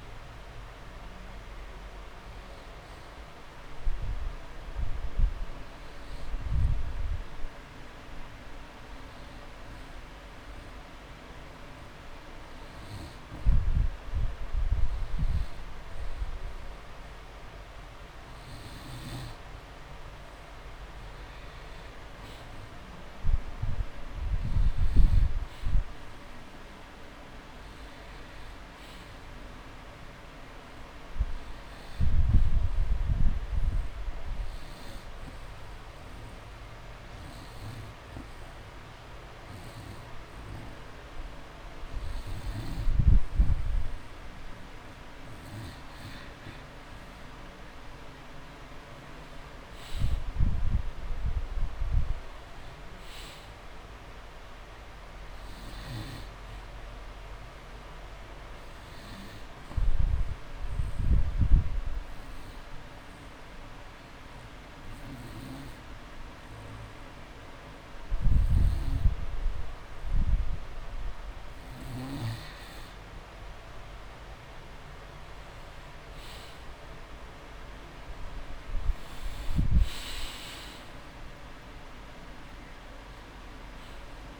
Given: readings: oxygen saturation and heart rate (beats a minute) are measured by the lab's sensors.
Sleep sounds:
breathing in sleep, hard to hear, by a room microphone; 3
3.00-15.50 s: hypopnea (oxygen 99% before, 92% lowest)
11.50-13.50 s: long interval between heartbeats (device-marked)
19.50-23.00 s: arousal
22.50-24.50 s: long interval between heartbeats (device-marked)
24.00-49.00 s: oxygen desaturation (device-marked, oxygen 97% before, 93% lowest)
35.00-46.00 s: obstructive apnea (oxygen 98% before, 92% lowest)
49.00-51.00 s: long interval between heartbeats (device-marked)
49.00-52.50 s: arousal
61.00-73.00 s: obstructive apnea (oxygen 96% before, 92% lowest)
65.00-78.00 s: oxygen desaturation (device-marked, oxygen 96% before, 92% lowest)
75.50-79.00 s: arousal
From the record:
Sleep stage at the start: N2 (light sleep); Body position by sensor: on the back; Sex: male

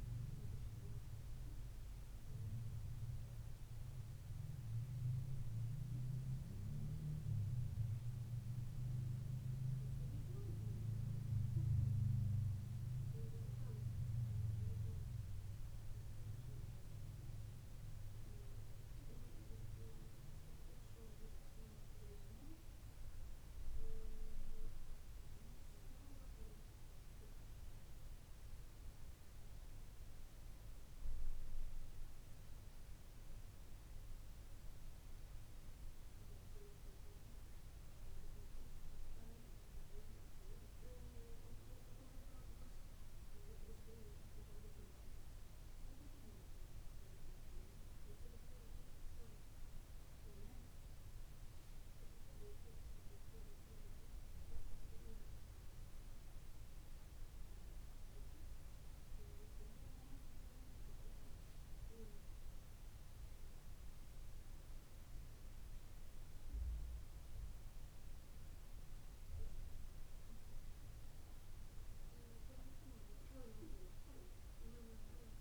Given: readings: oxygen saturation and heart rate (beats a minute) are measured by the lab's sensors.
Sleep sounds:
breathing in sleep by a room microphone; none
none scored
From the record:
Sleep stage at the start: N2 (light sleep); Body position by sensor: on the back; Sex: female

